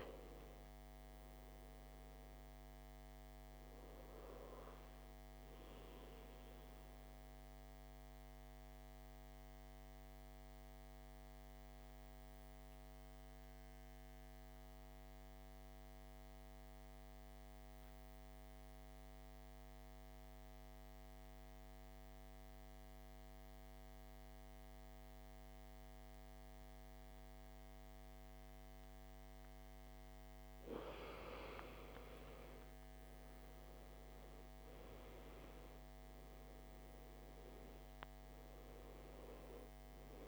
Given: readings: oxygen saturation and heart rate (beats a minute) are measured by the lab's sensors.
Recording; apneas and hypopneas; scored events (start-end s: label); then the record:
breathing in sleep, hard to hear, by a microphone on the trachea; 1
3.00-24.00 s: oxygen desaturation (device-marked, oxygen 97% before, 89% lowest, heart rate 55 before, 50 extreme)
5.50-31.00 s: mixed apnea (oxygen 97% before, 85% lowest, heart rate 55 before, 50 extreme, up 8 after)
32.50-36.50 s: arousal
From the record:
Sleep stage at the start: N2 (light sleep); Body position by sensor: on the back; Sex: male